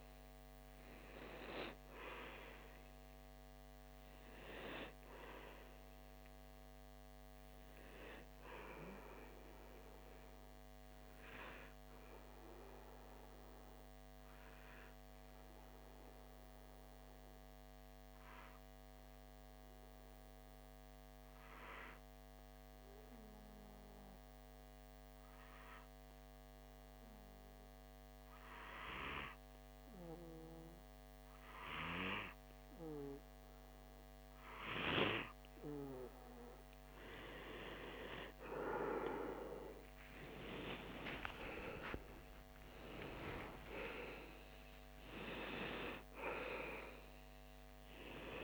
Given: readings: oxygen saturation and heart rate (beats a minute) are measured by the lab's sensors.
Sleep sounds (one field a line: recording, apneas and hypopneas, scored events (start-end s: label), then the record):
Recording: breathing in sleep by a microphone on the trachea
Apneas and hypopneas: 1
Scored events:
0.00-18.50 s: oxygen desaturation (device-marked, oxygen 93% lowest)
12.50-35.00 s: obstructive apnea (oxygen 97% before, 93% lowest)
39.00-44.50 s: arousal
40.50-48.44 s: oxygen desaturation (device-marked, oxygen 97% before, 93% lowest)
From the record:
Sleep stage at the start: N2 (light sleep)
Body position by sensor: on the back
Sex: male